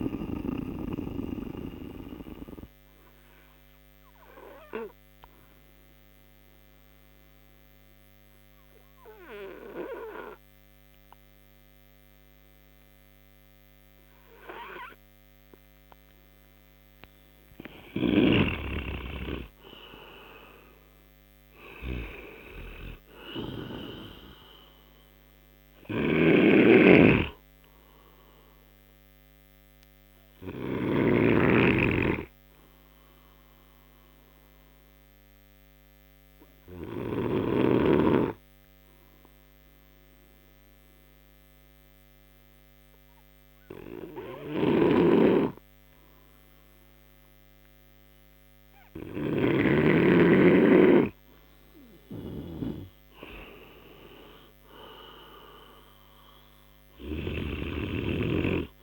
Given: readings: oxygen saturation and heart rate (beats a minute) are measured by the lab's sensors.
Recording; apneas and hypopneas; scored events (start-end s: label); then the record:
breathing in sleep by a microphone on the trachea; 2
3.00-17.00 s: obstructive apnea (oxygen 94% before, 89% lowest, heart rate 63 before, 59 extreme, up 17 after)
21.50-25.00 s: arousal
26.50-32.00 s: snoring (device-marked)
30.50-51.50 s: obstructive apnea (oxygen 96% before, 89% lowest, heart rate 68 before, 58 extreme, up 22 after)
33.00-45.00 s: oxygen desaturation (device-marked, oxygen 95% before, 89% lowest, heart rate 68 before, 58 extreme)
45.00-50.50 s: snoring (device-marked)
54.00-57.00 s: arousal
From the record:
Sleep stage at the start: N2 (light sleep); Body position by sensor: on the right side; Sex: male